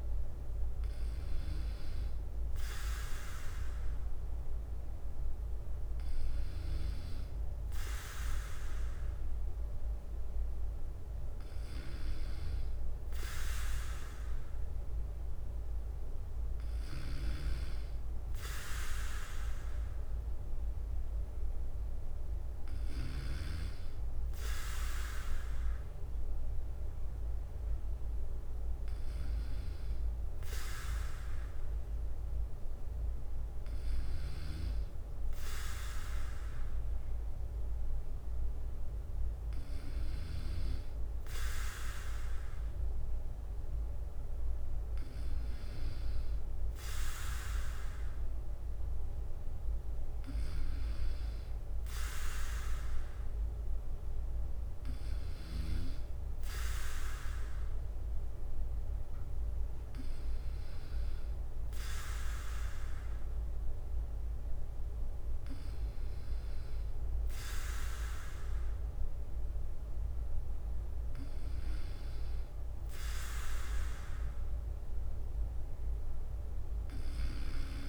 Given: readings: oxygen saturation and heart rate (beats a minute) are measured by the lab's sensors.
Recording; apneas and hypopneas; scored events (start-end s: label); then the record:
breathing in sleep by a room microphone; none
0.00-77.88 s: bradycardia (device-marked, heart rate 55 extreme)
From the record:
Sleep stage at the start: N2 (light sleep); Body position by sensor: on the back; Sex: male